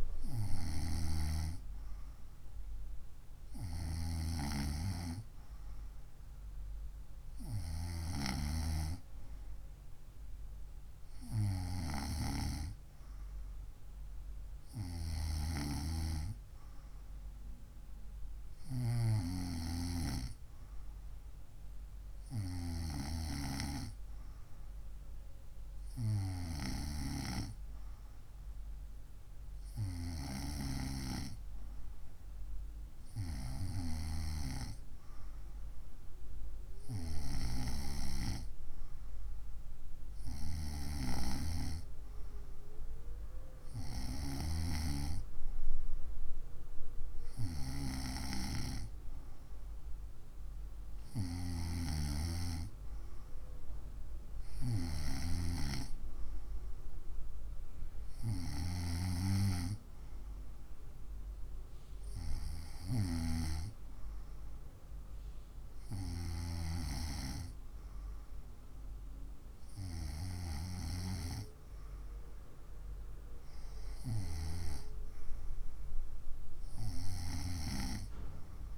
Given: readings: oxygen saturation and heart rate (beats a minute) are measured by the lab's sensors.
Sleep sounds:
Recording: breathing in sleep by a room microphone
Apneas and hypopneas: none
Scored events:
none scored
From the record:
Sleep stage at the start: N2 (light sleep)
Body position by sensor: on the right side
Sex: female

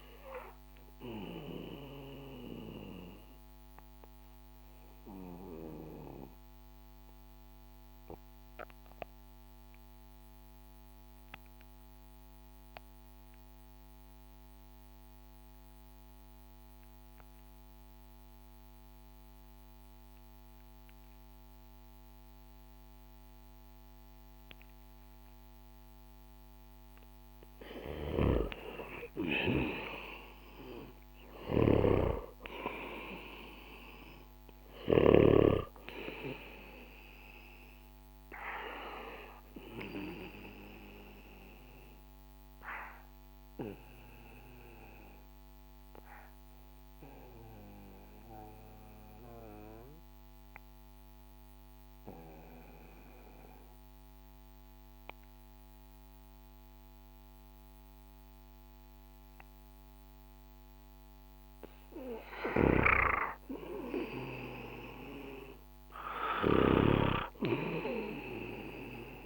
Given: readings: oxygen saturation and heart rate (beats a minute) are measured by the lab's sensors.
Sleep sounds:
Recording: breathing in sleep by a microphone on the trachea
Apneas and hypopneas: 2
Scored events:
0.00-16.50 s: oxygen desaturation (device-marked, oxygen 91% lowest, heart rate 61 extreme)
1.50-26.00 s: obstructive apnea (oxygen 97% before, 91% lowest, heart rate 66 before, 61 extreme, up 6 after)
27.50-35.00 s: snoring (device-marked)
28.00-32.00 s: arousal
31.50-56.50 s: oxygen desaturation (device-marked, oxygen 98% before, 92% lowest, heart rate 64 before, 62 extreme)
38.50-59.50 s: obstructive apnea (oxygen 98% before, 91% lowest, heart rate 65 before, 62 extreme, up 6 after)
62.00-66.50 s: snoring (device-marked)
62.50-67.00 s: arousal
From the record:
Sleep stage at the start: N2 (light sleep)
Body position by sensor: on the back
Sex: male

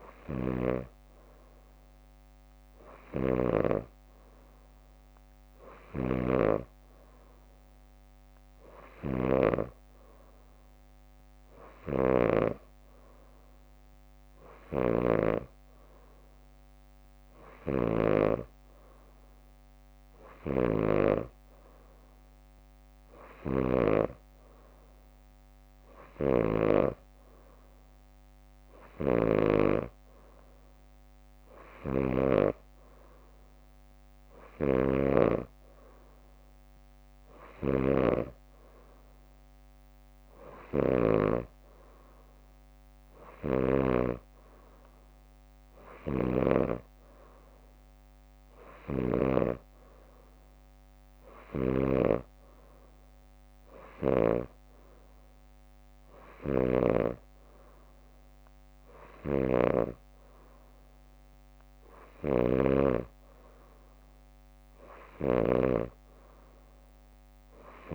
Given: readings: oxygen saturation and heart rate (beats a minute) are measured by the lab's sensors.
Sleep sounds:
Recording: breathing in sleep by a microphone on the trachea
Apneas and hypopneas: none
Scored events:
15.00-18.50 s: snoring (device-marked)
20.50-24.00 s: snoring (device-marked)
32.00-41.50 s: snoring (device-marked)
40.00-44.50 s: leg movement (device-marked)
41.00-51.00 s: drop in pulse transit time (device-marked, heart rate 64 before, 60 extreme)
54.00-67.95 s: snoring (device-marked)
56.00-59.00 s: leg movement (device-marked)
From the record:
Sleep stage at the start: N3 (deep sleep)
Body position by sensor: on the back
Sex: female

